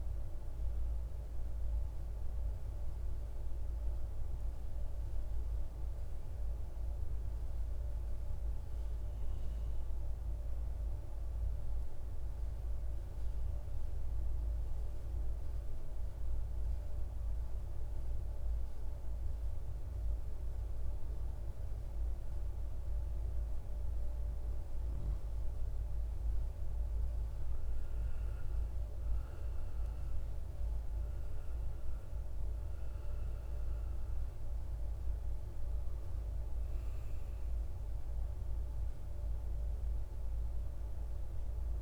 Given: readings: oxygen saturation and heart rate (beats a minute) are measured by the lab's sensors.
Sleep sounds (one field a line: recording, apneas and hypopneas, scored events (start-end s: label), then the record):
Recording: breathing in sleep, hard to hear, by a room microphone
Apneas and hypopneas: 1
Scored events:
5.50-24.00 s: obstructive apnea (oxygen 99% before, 91% lowest, heart rate 65 before, 54 extreme, up 10 after)
24.00-41.82 s: oxygen desaturation (device-marked, oxygen 98% before, 91% lowest, heart rate 55 before, 56 extreme)
26.50-30.00 s: arousal
From the record:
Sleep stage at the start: N2 (light sleep)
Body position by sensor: on the right side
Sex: male